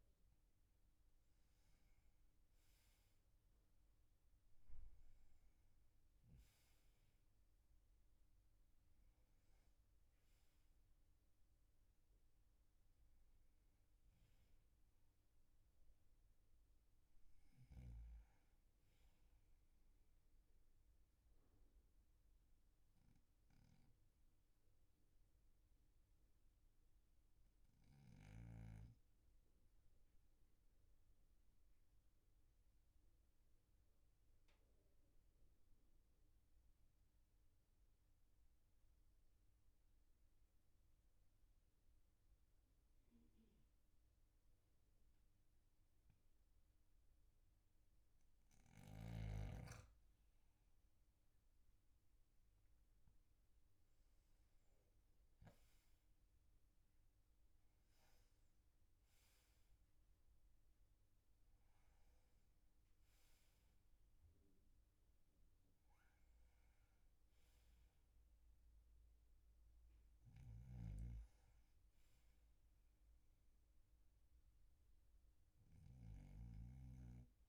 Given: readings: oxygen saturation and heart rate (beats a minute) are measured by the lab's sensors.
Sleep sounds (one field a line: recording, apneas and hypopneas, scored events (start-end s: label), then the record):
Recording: breathing in sleep, hard to hear, by a room microphone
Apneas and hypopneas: 1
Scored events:
21.00-48.00 s: obstructive apnea (oxygen 98% before, 94% lowest, heart rate 49 before, 39 extreme, up 5 after)
22.00-33.00 s: oxygen desaturation (device-marked, oxygen 97% before, 94% lowest, heart rate 49 before, 39 extreme)
50.50-55.00 s: arousal
71.00-77.48 s: snoring (device-marked)
From the record:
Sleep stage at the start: N2 (light sleep)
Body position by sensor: on the back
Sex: male